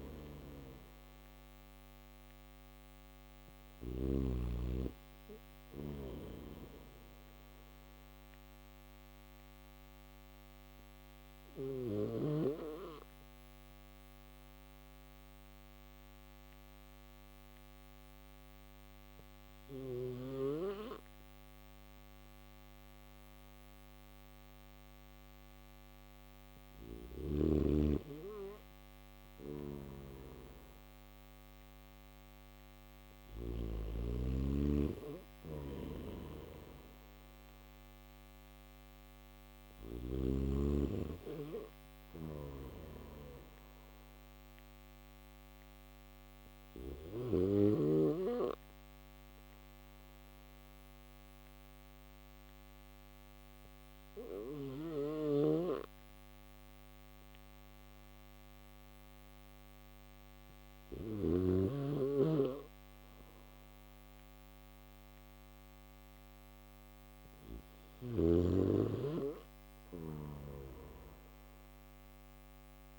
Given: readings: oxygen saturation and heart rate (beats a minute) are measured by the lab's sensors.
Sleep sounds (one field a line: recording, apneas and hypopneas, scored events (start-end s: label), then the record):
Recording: breathing in sleep by a microphone on the trachea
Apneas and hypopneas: none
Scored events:
0.00-3.00 s: snoring (device-marked)
27.50-72.99 s: new sleep stage, N1 (lightest sleep)
28.00-32.50 s: snoring (device-marked)
34.50-39.00 s: snoring (device-marked)
41.00-46.00 s: snoring (device-marked)
53.50-60.00 s: snoring (device-marked)
69.00-72.99 s: snoring (device-marked)
From the record:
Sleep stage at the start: N3 (deep sleep)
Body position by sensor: on the back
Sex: male